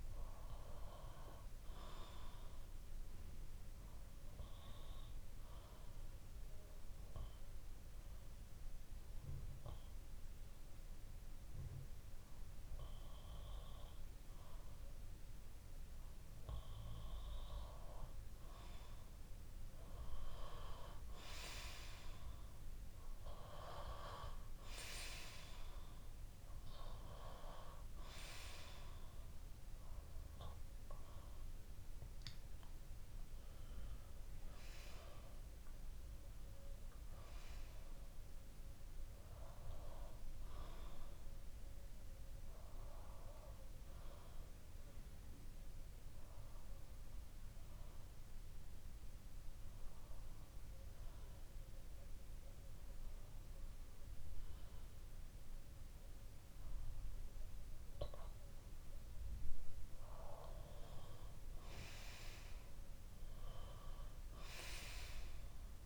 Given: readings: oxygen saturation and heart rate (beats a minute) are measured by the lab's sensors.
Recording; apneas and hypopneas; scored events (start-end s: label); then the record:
breathing in sleep by a room microphone; 2
0.00-18.50 s: bradycardia (device-marked, heart rate 56 extreme)
1.50-17.50 s: obstructive apnea (oxygen 97% before, 93% lowest, heart rate 59 before, 56 extreme, up 7 after)
12.50-25.50 s: oxygen desaturation (device-marked, oxygen 97% before, 93% lowest, heart rate 58 before, 57 extreme)
25.50-29.50 s: arousal
38.50-58.50 s: obstructive apnea (oxygen 96% before, 92% lowest, heart rate 62 before, 57 extreme, up 7 after)
39.50-57.50 s: bradycardia (device-marked, heart rate 60 before, 57 extreme)
61.00-64.50 s: arousal
From the record:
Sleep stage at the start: N2 (light sleep); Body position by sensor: on the back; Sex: male